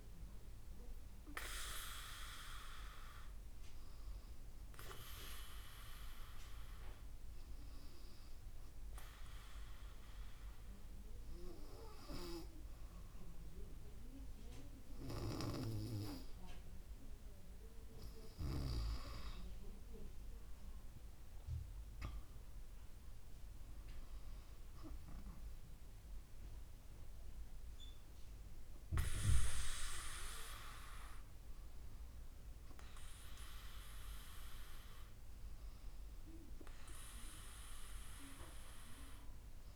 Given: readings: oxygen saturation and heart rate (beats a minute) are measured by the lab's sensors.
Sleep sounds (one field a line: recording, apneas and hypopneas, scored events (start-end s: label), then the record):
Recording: breathing in sleep by a room microphone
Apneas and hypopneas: 1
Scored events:
0.00-4.00 s: oxygen desaturation (device-marked, oxygen 89% lowest, heart rate 61 extreme)
6.50-18.50 s: obstructive apnea (oxygen 97% before, 94% lowest, heart rate 71 before, 63 extreme, up 8 after)
20.00-23.00 s: arousal
From the record:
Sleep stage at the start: N2 (light sleep)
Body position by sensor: on the back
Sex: female